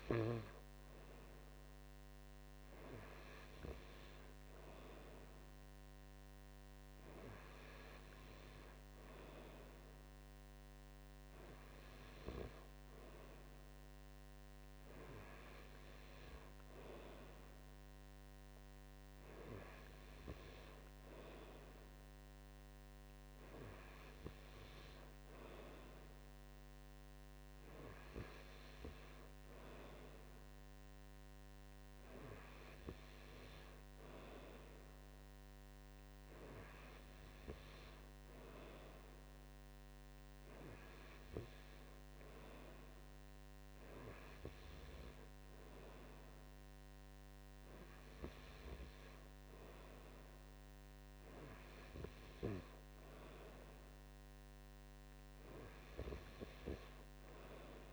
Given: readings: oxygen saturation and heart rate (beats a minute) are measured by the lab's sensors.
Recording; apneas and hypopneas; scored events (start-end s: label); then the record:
breathing in sleep by a microphone on the trachea; none
2.50-4.50 s: long interval between heartbeats (device-marked)
14.00-16.00 s: long interval between heartbeats (device-marked)
27.00-29.00 s: long interval between heartbeats (device-marked)
39.50-41.50 s: long interval between heartbeats (device-marked)
53.50-55.50 s: long interval between heartbeats (device-marked)
56.00-57.93 s: long interval between heartbeats (device-marked)
From the record:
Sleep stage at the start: N2 (light sleep); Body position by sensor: on the right side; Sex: male